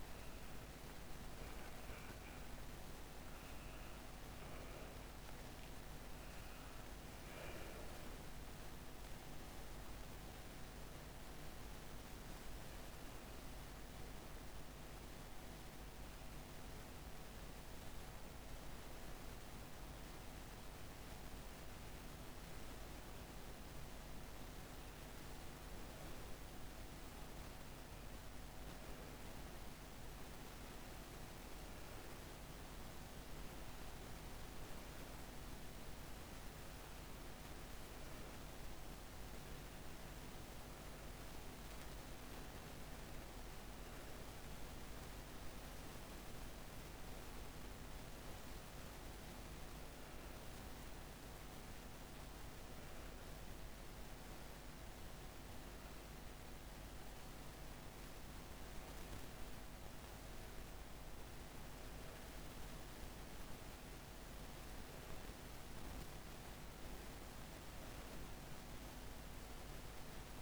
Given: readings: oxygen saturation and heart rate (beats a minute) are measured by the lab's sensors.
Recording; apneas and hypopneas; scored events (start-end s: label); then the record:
a person partly awake in a sleep study, hard to hear, by a microphone on the trachea; none
29.50-70.42 s: new sleep stage, N1 (lightest sleep)
From the record:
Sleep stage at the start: awake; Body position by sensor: on the right side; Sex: female